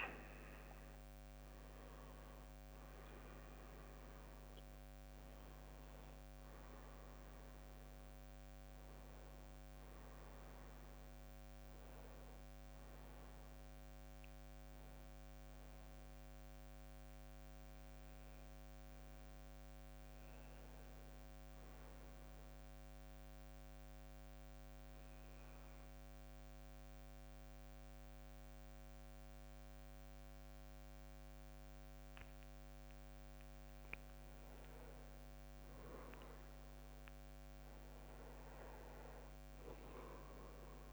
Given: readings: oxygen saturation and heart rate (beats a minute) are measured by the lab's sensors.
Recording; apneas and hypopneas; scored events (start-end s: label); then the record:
breathing in sleep, hard to hear, by a microphone on the trachea; 1
0.00-11.50 s: drop in pulse transit time (device-marked, heart rate 62 extreme)
0.00-15.50 s: oxygen desaturation (device-marked, oxygen 93% lowest, heart rate 57 extreme)
23.00-34.00 s: central apnea (oxygen 98% before, 91% lowest, heart rate 65 before, 57 extreme, up 11 after)
37.50-40.92 s: arousal
From the record:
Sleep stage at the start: N2 (light sleep); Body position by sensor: on the back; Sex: male